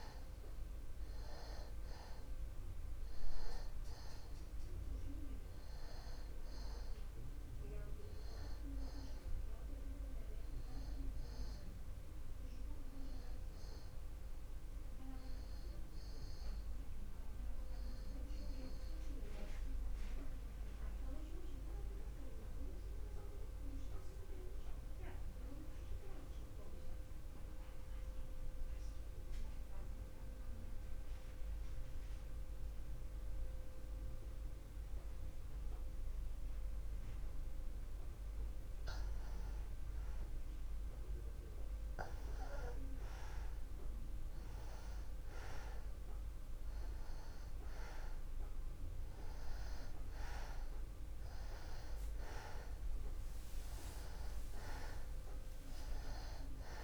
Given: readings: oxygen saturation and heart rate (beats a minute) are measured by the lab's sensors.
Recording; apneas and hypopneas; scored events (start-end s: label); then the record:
breathing in sleep by a room microphone; 1
0.00-28.00 s: oxygen desaturation (device-marked, oxygen 85% lowest, heart rate 35 extreme)
17.00-38.50 s: mixed apnea (oxygen 96% before, 87% lowest, heart rate 54 before, 35 extreme, up 26 after)
40.50-45.00 s: arousal
46.00-56.83 s: oxygen desaturation (device-marked, oxygen 97% before, 87% lowest)
From the record:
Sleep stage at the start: N2 (light sleep); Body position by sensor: on the back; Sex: male